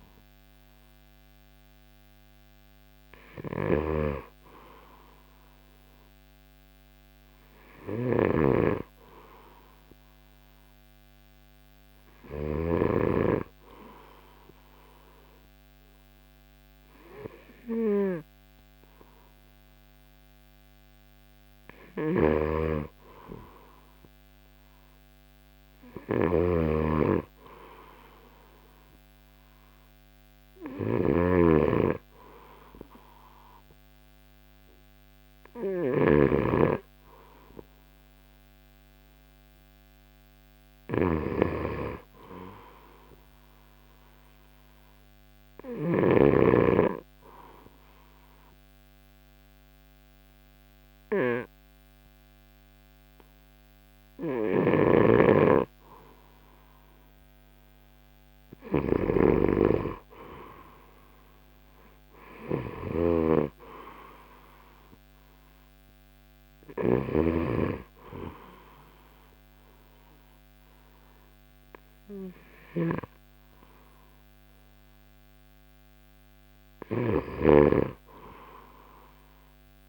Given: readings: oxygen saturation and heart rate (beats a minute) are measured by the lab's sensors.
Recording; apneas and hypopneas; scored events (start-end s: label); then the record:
breathing in sleep by a microphone on the trachea; 1
0.00-9.50 s: oxygen desaturation (device-marked, oxygen 91% lowest, heart rate 59 extreme)
0.00-13.00 s: snoring (device-marked)
22.00-46.50 s: snoring (device-marked)
49.00-59.00 s: hypopnea (oxygen 94% before, 90% lowest, heart rate 64 before, 62 extreme, up 10 after)
54.50-67.50 s: snoring (device-marked)
61.50-65.50 s: arousal
69.50-79.89 s: oxygen desaturation (device-marked, oxygen 94% before, 90% lowest, heart rate 66 before, 63 extreme)
77.00-79.89 s: snoring (device-marked)
From the record:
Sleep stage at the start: N2 (light sleep); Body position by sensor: on the right side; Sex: male